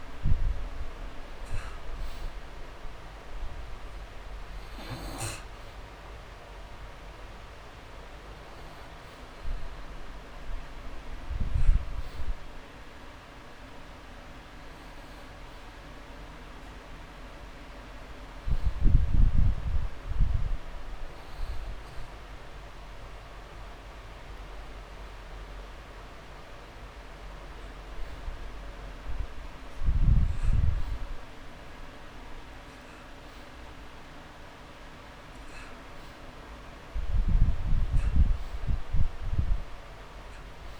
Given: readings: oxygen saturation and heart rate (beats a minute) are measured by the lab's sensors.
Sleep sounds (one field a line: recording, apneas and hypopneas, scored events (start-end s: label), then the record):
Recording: breathing in sleep, hard to hear, by a room microphone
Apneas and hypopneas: none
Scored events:
2.50-13.50 s: oxygen desaturation (device-marked, oxygen 98% before, 92% lowest)
From the record:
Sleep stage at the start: N2 (light sleep)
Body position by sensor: on the back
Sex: male